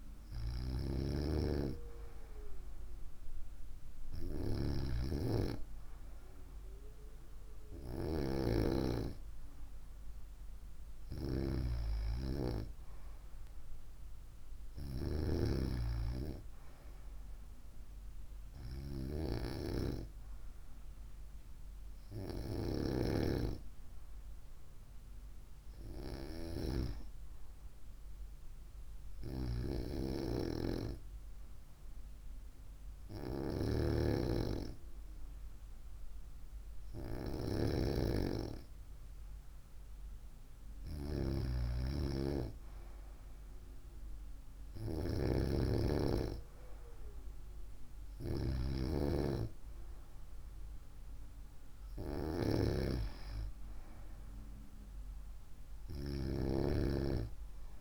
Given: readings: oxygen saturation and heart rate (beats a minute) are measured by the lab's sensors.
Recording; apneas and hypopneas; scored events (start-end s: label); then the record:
breathing in sleep by a room microphone; none
none scored
From the record:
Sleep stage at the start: N2 (light sleep); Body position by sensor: on the right side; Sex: female